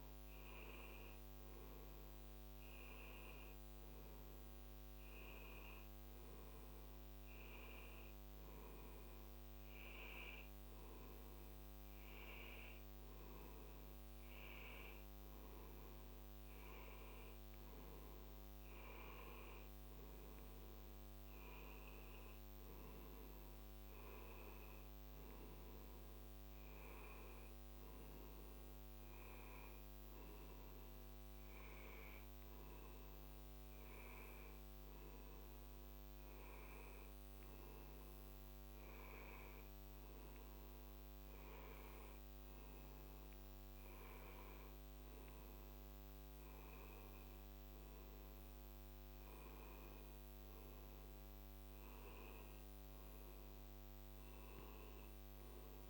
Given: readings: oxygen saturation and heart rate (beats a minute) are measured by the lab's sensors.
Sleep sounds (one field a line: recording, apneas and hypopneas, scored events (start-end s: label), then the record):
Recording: breathing in sleep, hard to hear, by a microphone on the trachea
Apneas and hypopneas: none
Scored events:
none scored
From the record:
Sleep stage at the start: N2 (light sleep)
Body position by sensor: on the back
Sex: male